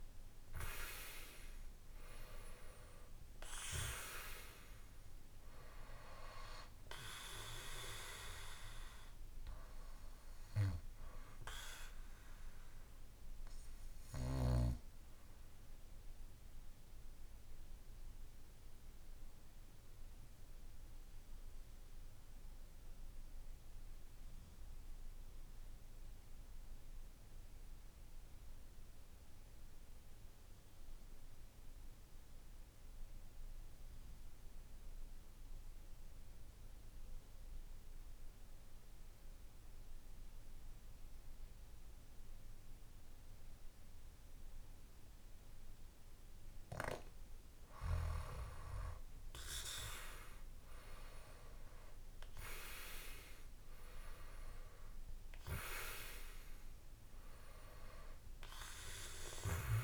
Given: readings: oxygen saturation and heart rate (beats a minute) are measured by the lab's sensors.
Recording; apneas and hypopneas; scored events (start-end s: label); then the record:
breathing in sleep by a room microphone; 1
0.00-26.50 s: oxygen desaturation (device-marked, oxygen 87% lowest, heart rate 55 extreme)
12.50-46.00 s: obstructive apnea (oxygen 98% before, 85% lowest, heart rate 60 before, 55 extreme, up 8 after)
47.50-59.84 s: oxygen desaturation (device-marked, oxygen 97% before, 85% lowest, heart rate 57 before, 57 extreme)
48.50-52.00 s: arousal
From the record:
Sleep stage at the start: N2 (light sleep); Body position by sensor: on the back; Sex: male